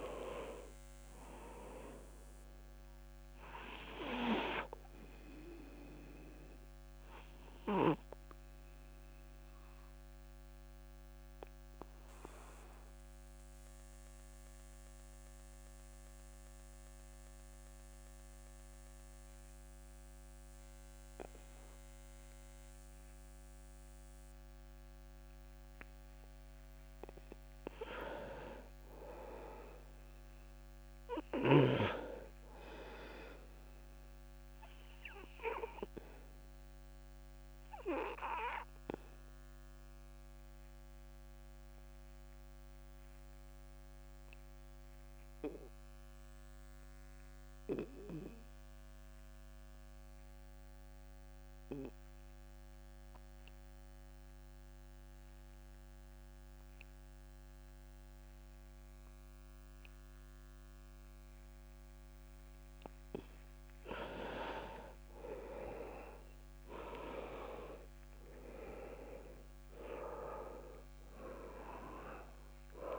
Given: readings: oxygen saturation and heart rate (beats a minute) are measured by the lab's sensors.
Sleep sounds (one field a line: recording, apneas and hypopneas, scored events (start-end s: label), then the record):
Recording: breathing in sleep by a microphone on the trachea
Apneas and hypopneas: 2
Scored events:
7.00-26.00 s: obstructive apnea (oxygen 100% before, 93% lowest)
28.50-32.50 s: arousal
35.50-61.00 s: obstructive apnea (oxygen 98% before, 90% lowest, heart rate 30 before, 26 extreme, up 21 after)
65.00-69.00 s: arousal
69.50-72.99 s: oxygen desaturation (device-marked, oxygen 98% before, 90% lowest)
From the record:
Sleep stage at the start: N2 (light sleep)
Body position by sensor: on the back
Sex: male